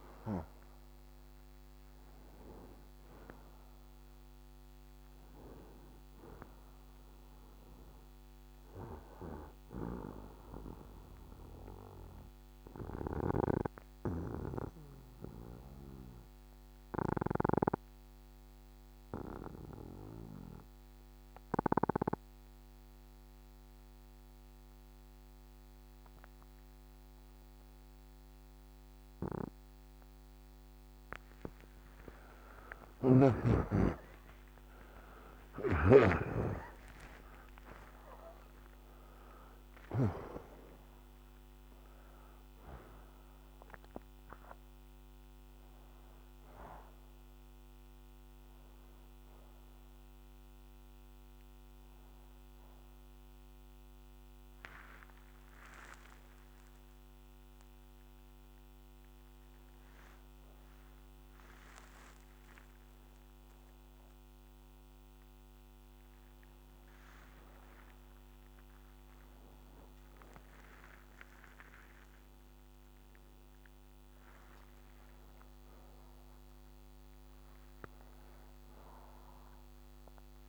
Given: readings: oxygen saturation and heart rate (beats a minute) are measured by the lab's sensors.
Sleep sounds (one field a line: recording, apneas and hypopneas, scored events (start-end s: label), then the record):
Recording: a person partly awake in a sleep study, by a microphone on the trachea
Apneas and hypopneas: 1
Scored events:
0.00-1.50 s: arousal
11.50-22.50 s: oxygen desaturation (device-marked, oxygen 94% before, 89% lowest)
12.50-30.00 s: obstructive apnea (oxygen 96% before, 89% lowest)
33.50-40.00 s: arousal
34.50-50.50 s: oxygen desaturation (device-marked, oxygen 95% before, 91% lowest, heart rate 63 before, 70 extreme)
56.50-80.49 s: new sleep stage, awake
From the record:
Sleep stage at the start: N2 (light sleep)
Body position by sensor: upright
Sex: male